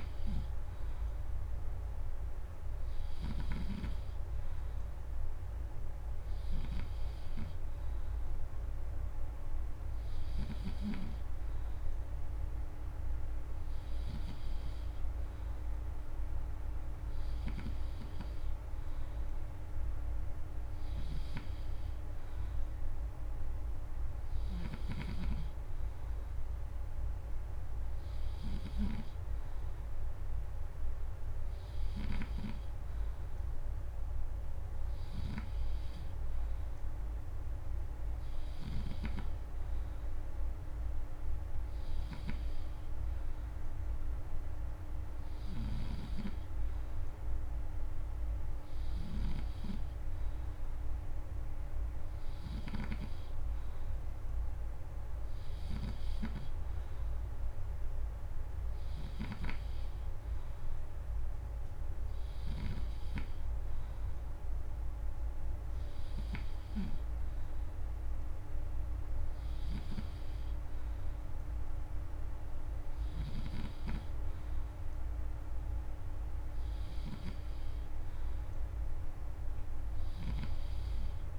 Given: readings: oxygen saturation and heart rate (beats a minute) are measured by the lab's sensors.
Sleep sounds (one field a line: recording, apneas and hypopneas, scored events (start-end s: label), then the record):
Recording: breathing in sleep by a room microphone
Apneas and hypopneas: none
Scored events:
0.00-10.50 s: snoring (device-marked)
24.00-28.50 s: snoring (device-marked)
45.00-52.50 s: snoring (device-marked)
58.50-62.50 s: snoring (device-marked)
From the record:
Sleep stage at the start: N3 (deep sleep)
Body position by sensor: on the back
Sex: male